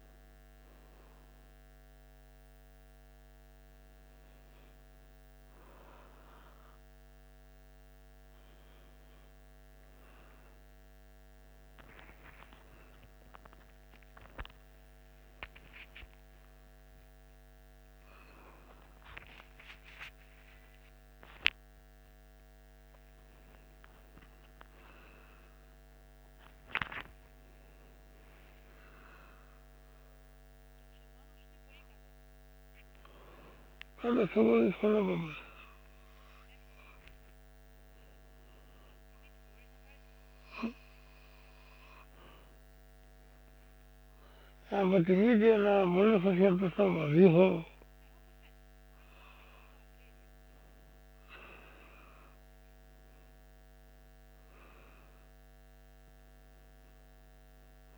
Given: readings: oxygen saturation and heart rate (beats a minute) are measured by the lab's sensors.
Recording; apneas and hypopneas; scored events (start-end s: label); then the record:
a person awake in a sleep study, by a microphone on the trachea; none
55.00-57.98 s: new sleep stage, N1 (lightest sleep)
From the record:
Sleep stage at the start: awake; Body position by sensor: on the back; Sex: male